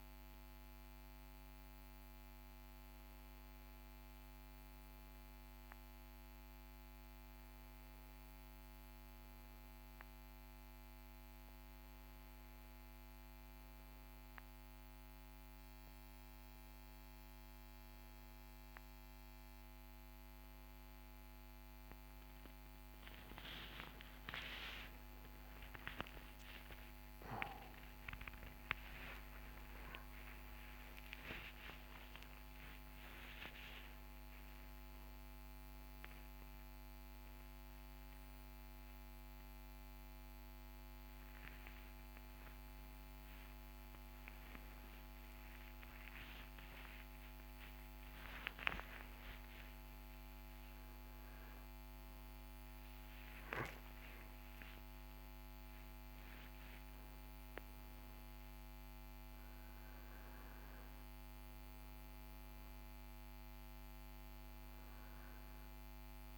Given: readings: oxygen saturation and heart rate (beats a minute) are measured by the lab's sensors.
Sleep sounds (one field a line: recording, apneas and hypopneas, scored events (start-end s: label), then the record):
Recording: a person awake in a sleep study, by a microphone on the trachea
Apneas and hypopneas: none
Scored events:
13.00-66.38 s: new sleep stage, awake
From the record:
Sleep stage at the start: N1 (lightest sleep)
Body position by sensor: on the back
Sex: male